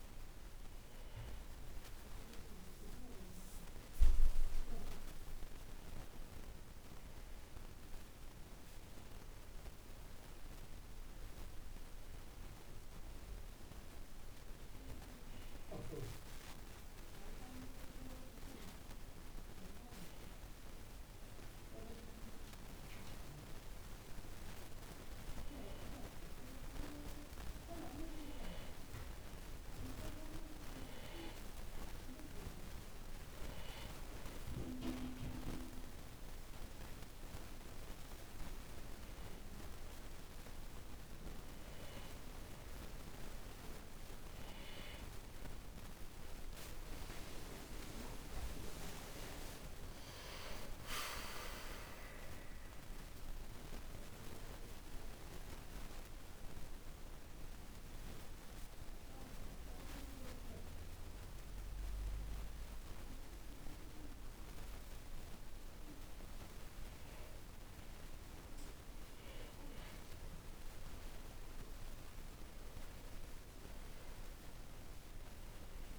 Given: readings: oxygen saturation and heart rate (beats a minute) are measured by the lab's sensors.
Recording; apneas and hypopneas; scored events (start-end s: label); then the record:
breathing in sleep by a room microphone; 2
3.50-7.50 s: arousal
11.50-26.00 s: hypopnea (oxygen 96% before, 88% lowest, heart rate 65 before, 58 extreme, up 2 after)
47.00-52.00 s: arousal
54.50-69.00 s: obstructive apnea (oxygen 96% before, 88% lowest, heart rate 66 before, 56 extreme, up 12 after)
72.50-75.99 s: arousal
73.00-75.99 s: oxygen desaturation (device-marked, oxygen 99% before, 88% lowest, heart rate 67 before, 56 extreme)
From the record:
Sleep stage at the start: N2 (light sleep); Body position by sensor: on the back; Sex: male